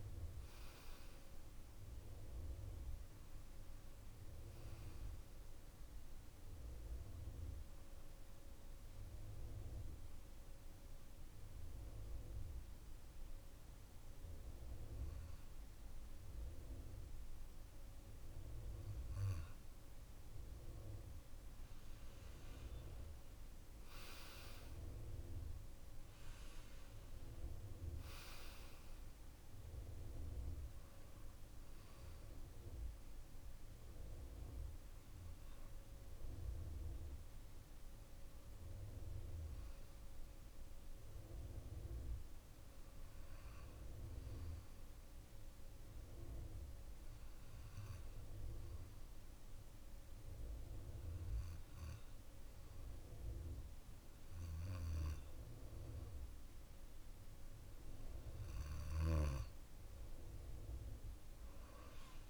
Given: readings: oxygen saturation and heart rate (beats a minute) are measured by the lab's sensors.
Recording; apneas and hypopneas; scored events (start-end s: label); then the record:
breathing in sleep by a room microphone; 2
0.00-2.00 s: arousal
7.50-20.50 s: hypopnea (oxygen 95% before, 91% lowest, heart rate 59 before, 55 extreme, up 7 after)
23.00-27.50 s: arousal
27.00-50.00 s: oxygen desaturation (device-marked, oxygen 96% before, 91% lowest, heart rate 57 before, 54 extreme)
44.50-57.50 s: hypopnea (oxygen 96% before, 91% lowest, heart rate 58 before, 55 extreme, up 41 after)
From the record:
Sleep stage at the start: N2 (light sleep); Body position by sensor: on the back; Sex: male